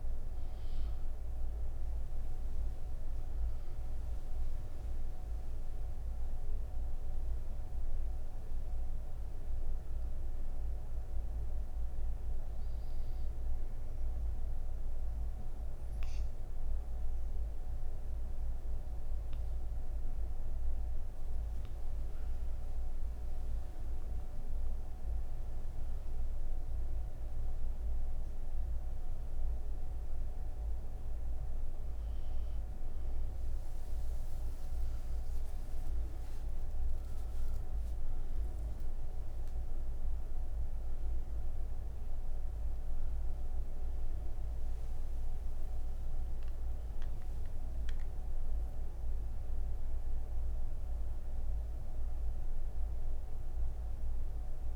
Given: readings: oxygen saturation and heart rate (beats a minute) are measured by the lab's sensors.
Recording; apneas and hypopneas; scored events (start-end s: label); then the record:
breathing in sleep, hard to hear, by a room microphone; 1
12.00-22.00 s: obstructive apnea (oxygen 97% before, 94% lowest)
From the record:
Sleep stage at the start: N1 (lightest sleep); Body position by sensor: on the right side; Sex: female